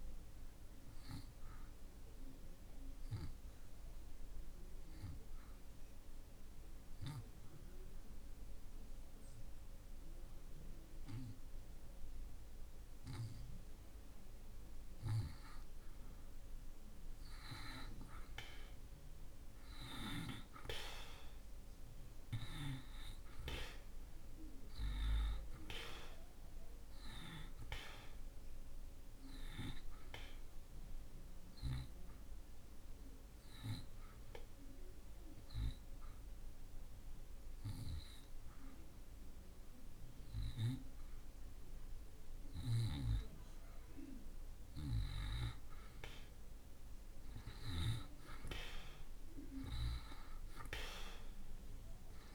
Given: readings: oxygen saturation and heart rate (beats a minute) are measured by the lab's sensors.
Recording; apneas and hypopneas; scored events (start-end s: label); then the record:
breathing in sleep by a room microphone; 2
0.00-15.50 s: oxygen desaturation (device-marked, oxygen 80% lowest)
3.00-14.00 s: obstructive apnea (oxygen 94% before, 80% lowest)
16.50-20.50 s: arousal
26.50-48.50 s: oxygen desaturation (device-marked, oxygen 95% before, 81% lowest)
29.50-43.50 s: hypopnea (oxygen 95% before, 81% lowest)
47.00-52.35 s: arousal
From the record:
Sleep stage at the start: N2 (light sleep); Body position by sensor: on the back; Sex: male